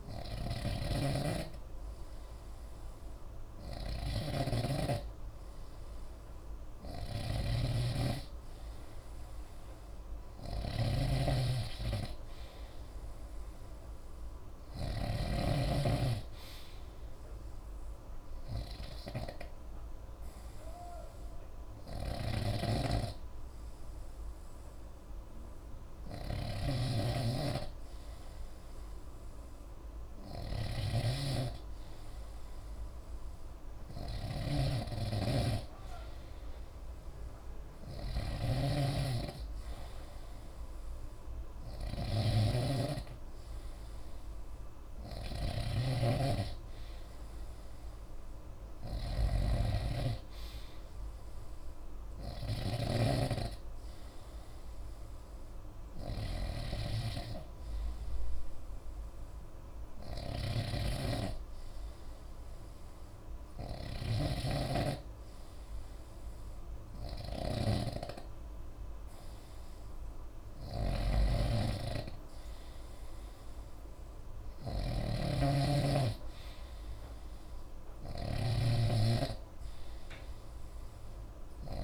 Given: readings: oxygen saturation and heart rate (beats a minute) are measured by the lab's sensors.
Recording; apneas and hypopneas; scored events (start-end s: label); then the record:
breathing in sleep by a room microphone; 1
0.00-15.50 s: snoring (device-marked)
12.50-16.00 s: arousal
17.50-29.00 s: hypopnea (oxygen 93% before, 91% lowest, heart rate 63 before, 62 extreme, up 9 after)
22.00-81.83 s: snoring (device-marked)
31.00-35.00 s: arousal
From the record:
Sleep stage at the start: N3 (deep sleep); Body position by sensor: on the right side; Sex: male